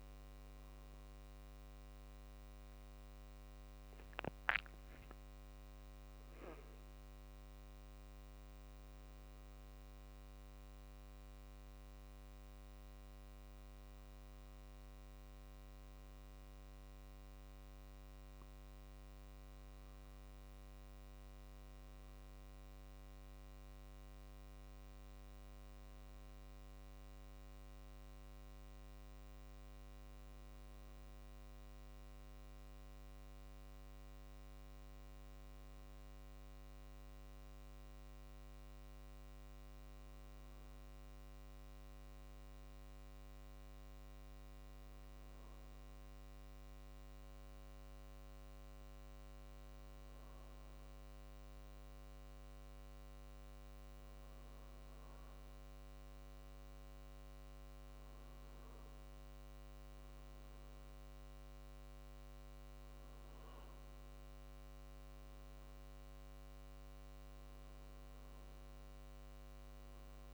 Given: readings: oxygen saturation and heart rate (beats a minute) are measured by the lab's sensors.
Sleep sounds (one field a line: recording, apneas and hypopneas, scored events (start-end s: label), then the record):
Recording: breathing in sleep, hard to hear, by a microphone on the trachea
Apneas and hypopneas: none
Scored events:
53.50-58.50 s: arousal
From the record:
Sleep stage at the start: N1 (lightest sleep)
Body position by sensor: on the right side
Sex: male